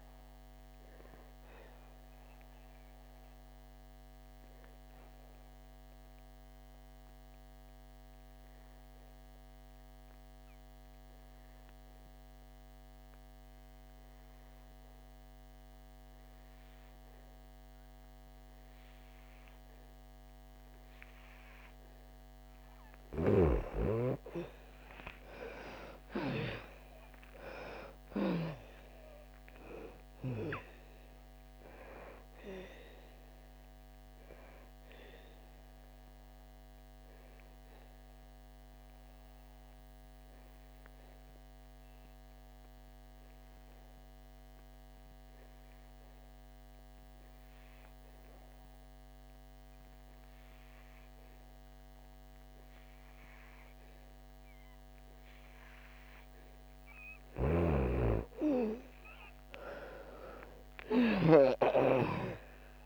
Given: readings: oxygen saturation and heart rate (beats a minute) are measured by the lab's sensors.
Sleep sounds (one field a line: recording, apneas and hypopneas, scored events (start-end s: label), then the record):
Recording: breathing in sleep by a microphone on the trachea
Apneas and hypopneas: 2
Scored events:
0.00-14.50 s: oxygen desaturation (device-marked, oxygen 86% lowest, heart rate 59 extreme)
1.00-22.00 s: obstructive apnea (oxygen 99% before, 84% lowest, heart rate 69 before, 59 extreme, up 22 after)
19.50-47.50 s: oxygen desaturation (device-marked, oxygen 98% before, 84% lowest, heart rate 64 before, 60 extreme)
25.50-30.00 s: arousal
36.00-57.00 s: obstructive apnea (oxygen 98% before, 81% lowest, heart rate 70 before, 59 extreme, up 19 after)
57.00-62.00 s: snoring (device-marked)
58.00-61.50 s: arousal
59.50-62.86 s: oxygen desaturation (device-marked, oxygen 98% before, 84% lowest, heart rate 64 before, 59 extreme)
From the record:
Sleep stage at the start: N2 (light sleep)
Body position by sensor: on the back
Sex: female